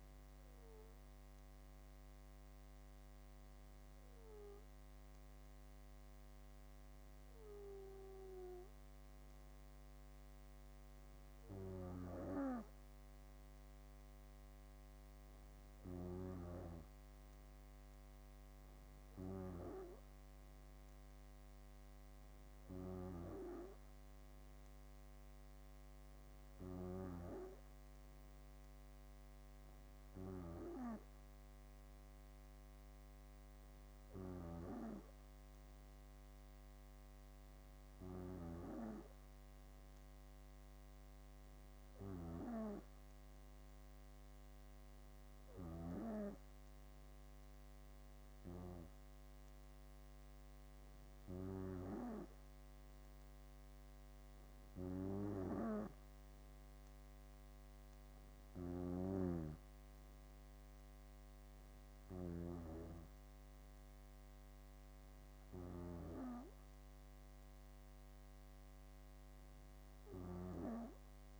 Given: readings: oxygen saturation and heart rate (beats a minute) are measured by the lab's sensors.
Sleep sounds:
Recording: breathing in sleep by a microphone on the trachea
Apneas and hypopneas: none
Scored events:
58.50-62.50 s: snoring (device-marked)
From the record:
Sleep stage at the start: N2 (light sleep)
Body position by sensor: on the back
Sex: female

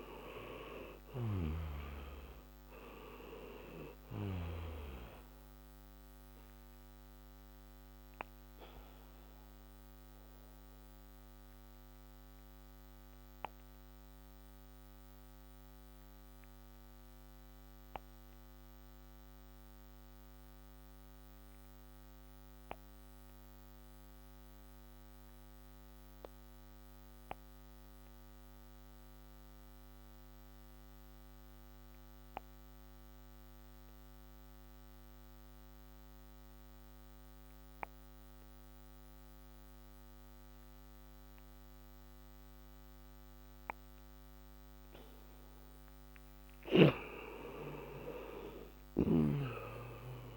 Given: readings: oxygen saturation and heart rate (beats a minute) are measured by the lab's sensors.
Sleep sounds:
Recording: breathing in sleep by a microphone on the trachea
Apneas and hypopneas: 1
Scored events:
0.00-1.00 s: arousal
0.00-29.50 s: oxygen desaturation (device-marked, oxygen 87% lowest)
5.00-45.00 s: obstructive apnea (oxygen 99% before, 87% lowest, heart rate 44 before, 29 extreme, up 24 after)
46.50-50.00 s: arousal
From the record:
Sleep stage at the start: N2 (light sleep)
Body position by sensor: on the back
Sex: male

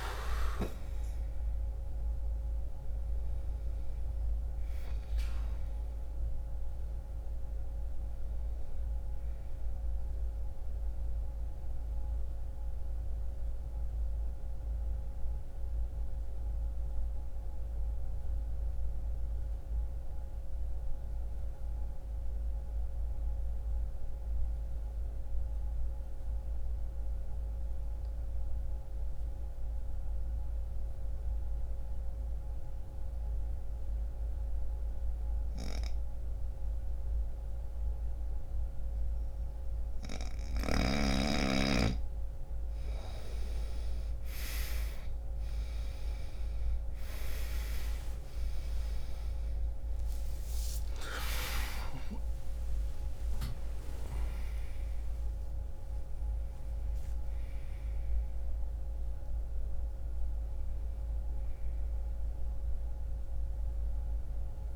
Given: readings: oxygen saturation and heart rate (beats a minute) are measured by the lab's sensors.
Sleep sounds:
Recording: breathing in sleep by a room microphone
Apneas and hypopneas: 1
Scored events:
0.00-30.00 s: oxygen desaturation (device-marked, oxygen 84% lowest, heart rate 50 extreme)
10.00-41.50 s: mixed apnea (oxygen 96% before, 84% lowest, heart rate 60 before, 50 extreme, up 2 after)
41.00-64.00 s: oxygen desaturation (device-marked, oxygen 99% before, 84% lowest, heart rate 62 before, 50 extreme)
48.50-52.50 s: arousal
From the record:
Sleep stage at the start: N2 (light sleep)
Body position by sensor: on the right side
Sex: male

